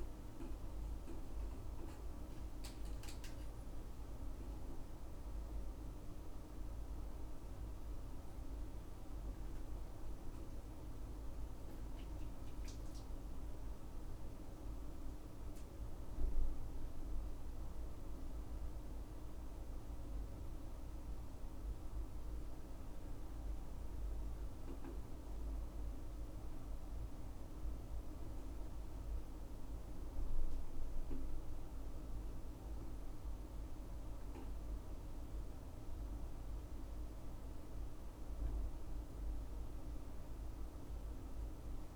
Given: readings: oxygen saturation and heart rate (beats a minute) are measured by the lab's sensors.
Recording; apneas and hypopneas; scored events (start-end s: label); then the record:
a person awake in a sleep study, hard to hear, by a room microphone; none
none scored
From the record:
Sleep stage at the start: awake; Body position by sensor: upright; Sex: male